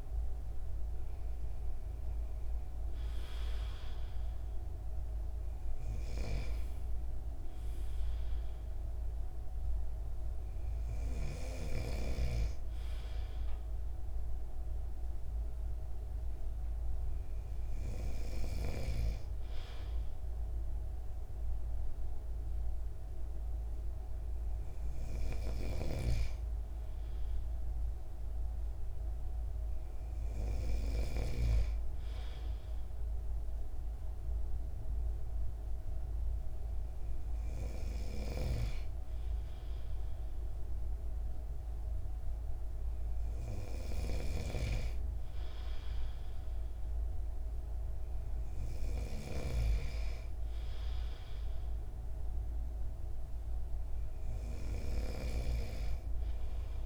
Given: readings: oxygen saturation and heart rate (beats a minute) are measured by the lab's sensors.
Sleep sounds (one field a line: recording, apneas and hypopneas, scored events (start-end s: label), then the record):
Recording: breathing in sleep by a room microphone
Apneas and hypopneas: none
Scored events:
6.00-12.00 s: snoring (device-marked)
25.50-31.00 s: snoring (device-marked)
38.00-55.50 s: snoring (device-marked)
From the record:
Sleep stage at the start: N2 (light sleep)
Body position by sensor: on the right side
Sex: male